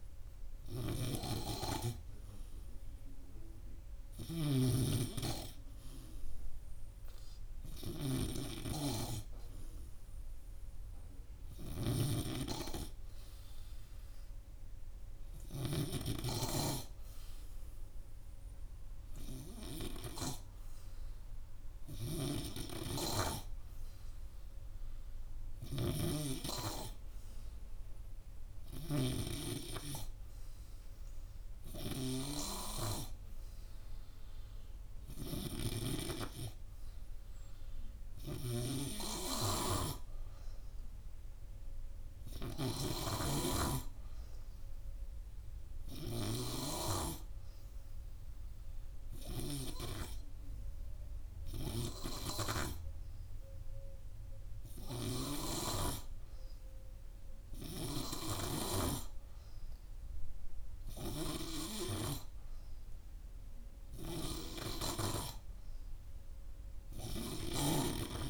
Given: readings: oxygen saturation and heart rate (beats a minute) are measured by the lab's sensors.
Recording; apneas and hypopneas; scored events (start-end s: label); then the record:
breathing in sleep by a room microphone; none
none scored
From the record:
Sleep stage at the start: N3 (deep sleep); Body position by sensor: on the right side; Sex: male